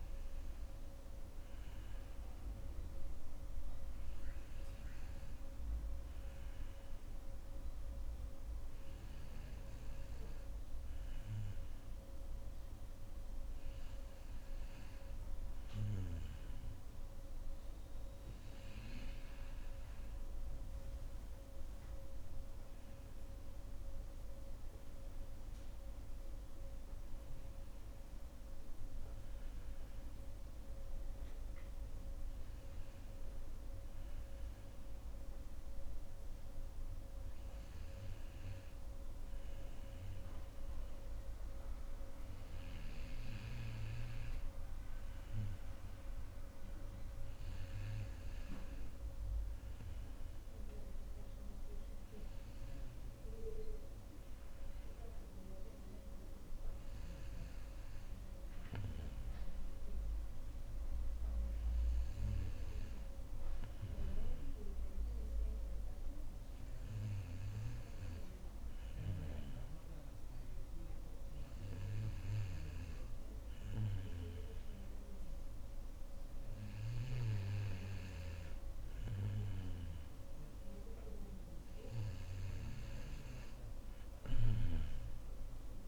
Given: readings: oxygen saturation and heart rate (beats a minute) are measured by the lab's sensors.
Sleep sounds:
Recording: breathing in sleep by a room microphone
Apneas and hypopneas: 1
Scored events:
21.00-25.00 s: arousal
33.50-44.50 s: obstructive apnea (oxygen 94% before, 91% lowest, heart rate 64 before, 60 extreme, up 5 after)
50.00-53.50 s: arousal
84.00-85.88 s: snoring (device-marked)
From the record:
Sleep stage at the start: N2 (light sleep)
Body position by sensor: on the back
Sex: female

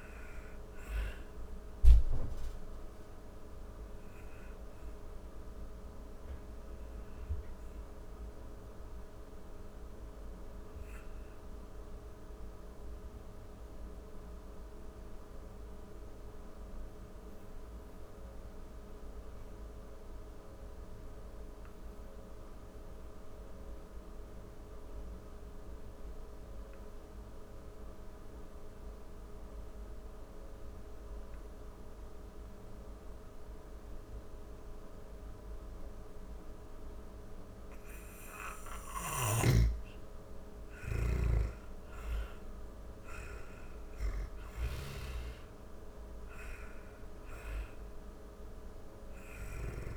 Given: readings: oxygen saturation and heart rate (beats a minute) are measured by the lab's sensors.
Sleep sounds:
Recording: breathing in sleep by a room microphone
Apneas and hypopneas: 1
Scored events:
0.00-3.50 s: oxygen desaturation (device-marked, oxygen 88% lowest, heart rate 40 extreme)
3.50-35.00 s: obstructive apnea (oxygen 98% before, 87% lowest, heart rate 57 before, 38 extreme, up 24 after)
37.50-43.50 s: snoring (device-marked)
37.50-49.97 s: oxygen desaturation (device-marked, oxygen 98% before, 87% lowest, heart rate 46 before, 38 extreme)
From the record:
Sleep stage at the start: N2 (light sleep)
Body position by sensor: on the back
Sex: female

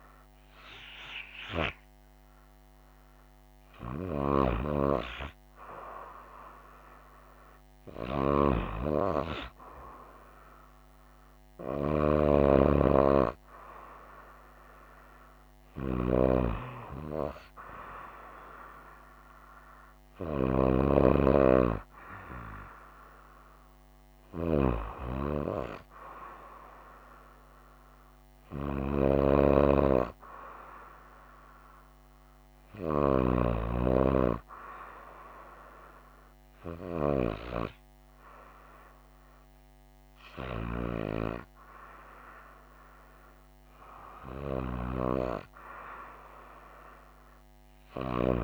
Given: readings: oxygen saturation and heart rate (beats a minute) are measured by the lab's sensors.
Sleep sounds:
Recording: breathing in sleep by a microphone on the trachea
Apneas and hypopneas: none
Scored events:
40.00-44.00 s: arousal
From the record:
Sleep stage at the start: N2 (light sleep)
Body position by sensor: on the right side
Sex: female

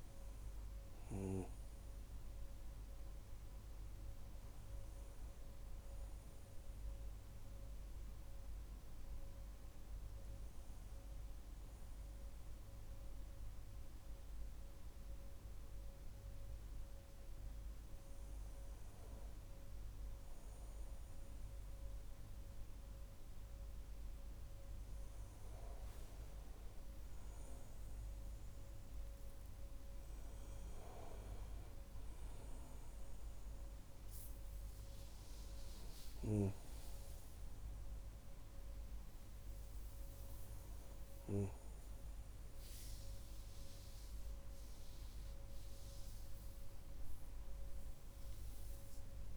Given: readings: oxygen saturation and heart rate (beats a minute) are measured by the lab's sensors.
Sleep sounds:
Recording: a person awake in a sleep study, hard to hear, by a room microphone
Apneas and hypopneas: none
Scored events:
24.00-49.36 s: new sleep stage, awake
From the record:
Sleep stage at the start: N1 (lightest sleep)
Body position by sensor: on the back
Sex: male

